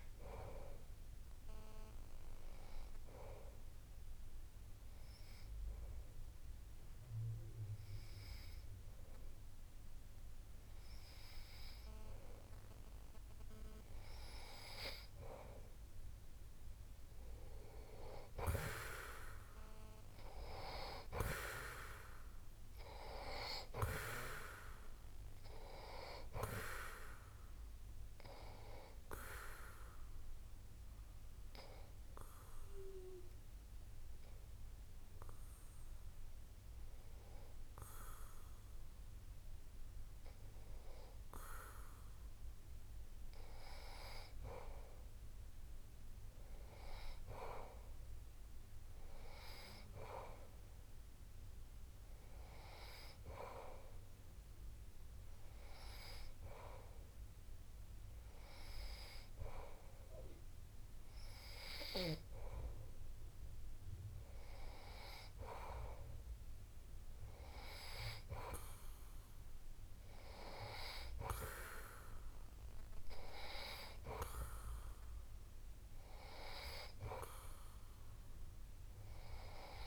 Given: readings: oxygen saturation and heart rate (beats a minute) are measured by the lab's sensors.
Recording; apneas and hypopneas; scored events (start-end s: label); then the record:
breathing in sleep by a room microphone; 2
1.00-14.50 s: obstructive apnea (oxygen 95% before, 92% lowest)
17.50-20.00 s: arousal
28.50-41.00 s: hypopnea (oxygen 95% before, 92% lowest)
47.00-50.50 s: arousal
77.50-79.87 s: arousal
From the record:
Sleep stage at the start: N2 (light sleep); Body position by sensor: on the back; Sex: male